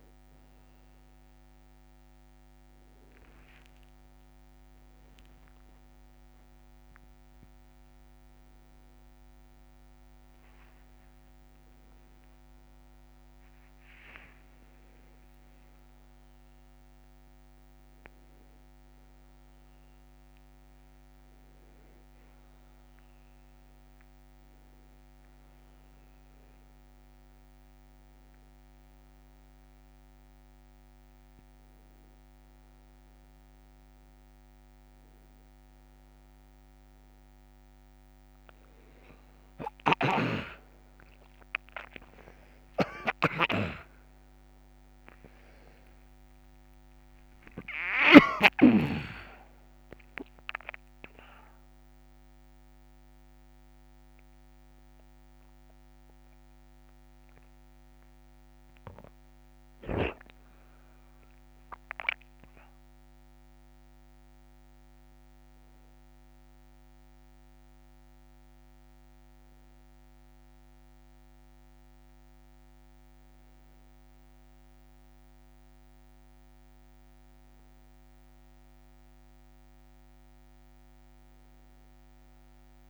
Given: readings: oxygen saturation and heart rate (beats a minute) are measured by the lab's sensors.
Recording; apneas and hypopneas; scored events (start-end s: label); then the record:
a person awake in a sleep study, by a microphone on the trachea; none
7.00-9.00 s: long interval between heartbeats (device-marked, heart rate 60 before, 68 extreme)
9.50-11.50 s: long interval between heartbeats (device-marked, heart rate 63 before, 90 extreme)
12.50-14.50 s: long interval between heartbeats (device-marked, heart rate 67 before, 96 extreme)
42.50-48.50 s: snoring (device-marked)
From the record:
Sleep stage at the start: awake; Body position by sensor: on the back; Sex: male